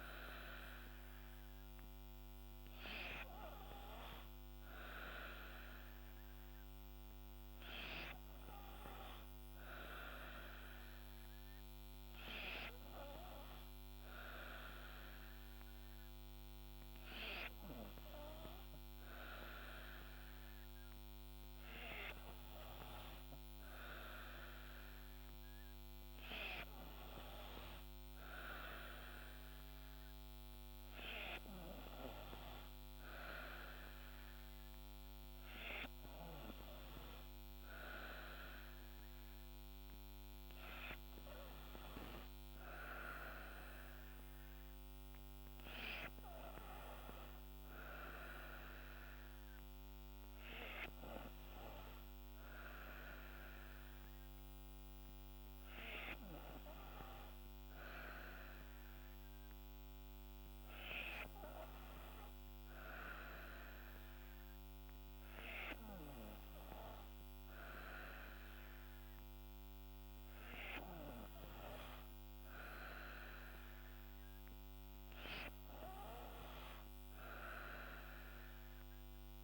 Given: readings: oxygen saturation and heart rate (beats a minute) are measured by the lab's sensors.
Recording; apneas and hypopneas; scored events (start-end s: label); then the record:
breathing in sleep by a microphone on the trachea; none
none scored
From the record:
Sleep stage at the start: N3 (deep sleep); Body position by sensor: on the back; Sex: female